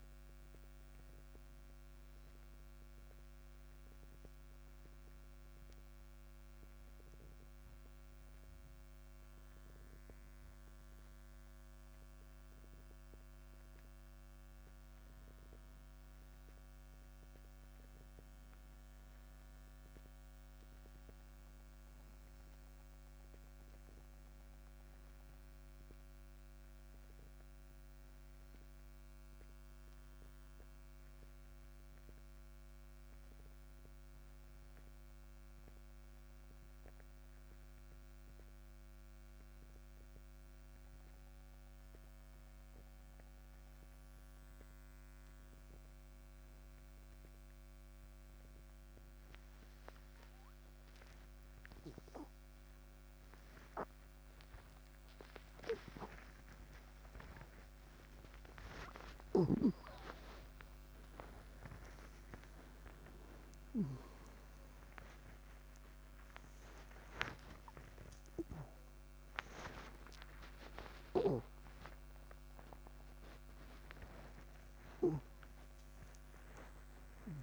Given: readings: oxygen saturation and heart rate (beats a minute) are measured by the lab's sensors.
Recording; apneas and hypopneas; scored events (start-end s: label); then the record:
a person awake in a sleep study, by a microphone on the trachea; none
60.00-64.50 s: snoring (device-marked)
From the record:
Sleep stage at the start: awake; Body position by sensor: on the back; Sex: male